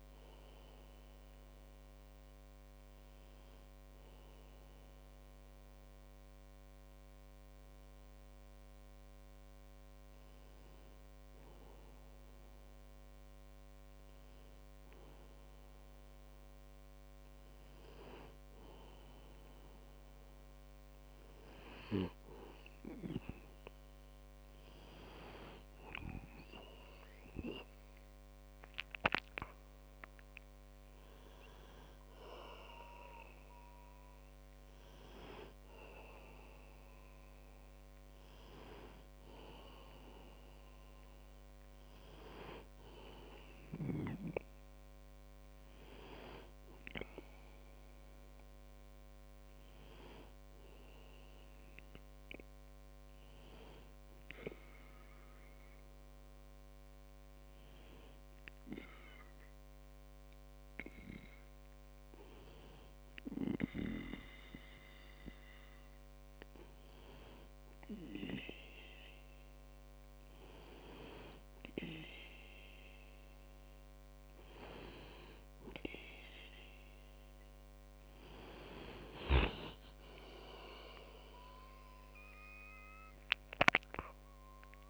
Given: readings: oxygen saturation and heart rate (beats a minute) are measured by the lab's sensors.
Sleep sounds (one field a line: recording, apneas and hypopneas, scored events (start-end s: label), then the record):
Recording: breathing in sleep by a microphone on the trachea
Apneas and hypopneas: 2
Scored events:
2.50-15.50 s: hypopnea (oxygen 97% before, 95% lowest, heart rate 50 before, 40 extreme, up 14 after)
18.00-22.00 s: arousal
54.00-67.00 s: hypopnea (oxygen 97% before, 96% lowest, heart rate 53 before, 40 extreme, up 11 after)
69.00-73.50 s: arousal
From the record:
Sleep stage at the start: N2 (light sleep)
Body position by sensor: on the back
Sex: male